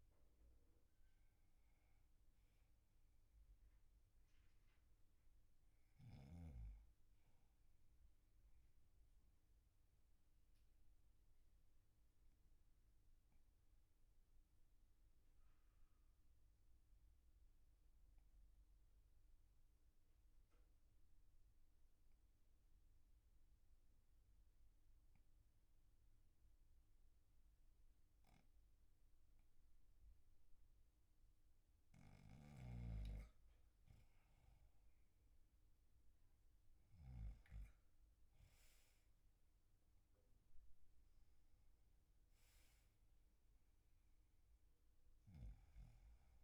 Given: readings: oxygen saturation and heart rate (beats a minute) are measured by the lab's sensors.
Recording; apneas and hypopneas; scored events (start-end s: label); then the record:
breathing in sleep, hard to hear, by a room microphone; 1
4.50-28.50 s: oxygen desaturation (device-marked, oxygen 98% before, 91% lowest, heart rate 48 before, 44 extreme)
10.00-31.50 s: obstructive apnea (oxygen 98% before, 91% lowest, heart rate 48 before, 44 extreme, up 3 after)
35.00-38.50 s: arousal
From the record:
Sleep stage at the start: N2 (light sleep); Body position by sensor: on the back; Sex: male